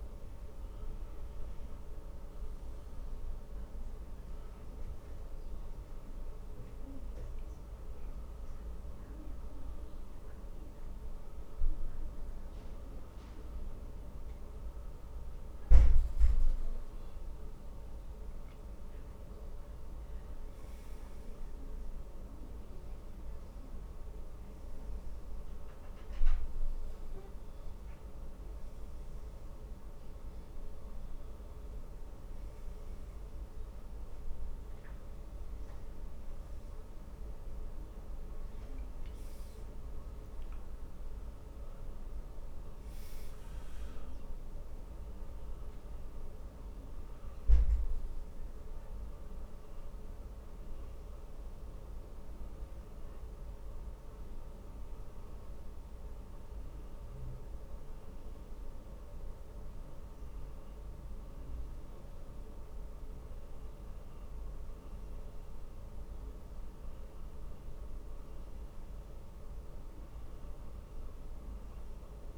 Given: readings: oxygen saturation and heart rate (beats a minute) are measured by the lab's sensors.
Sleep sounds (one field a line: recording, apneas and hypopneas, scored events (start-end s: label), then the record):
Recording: breathing in sleep, hard to hear, by a room microphone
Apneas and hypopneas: 2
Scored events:
3.00-17.00 s: obstructive apnea (oxygen 96% before, 92% lowest, heart rate 66 before, 64 extreme, up 5 after)
13.00-31.00 s: oxygen desaturation (device-marked, oxygen 96% before, 92% lowest, heart rate 65 before, 64 extreme)
18.00-22.50 s: arousal
43.00-46.50 s: arousal
51.00-63.50 s: obstructive apnea (oxygen 98% before, 94% lowest, heart rate 66 before, 58 extreme, up 0 after)
65.00-69.00 s: arousal
From the record:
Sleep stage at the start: N1 (lightest sleep)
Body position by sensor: on the back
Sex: male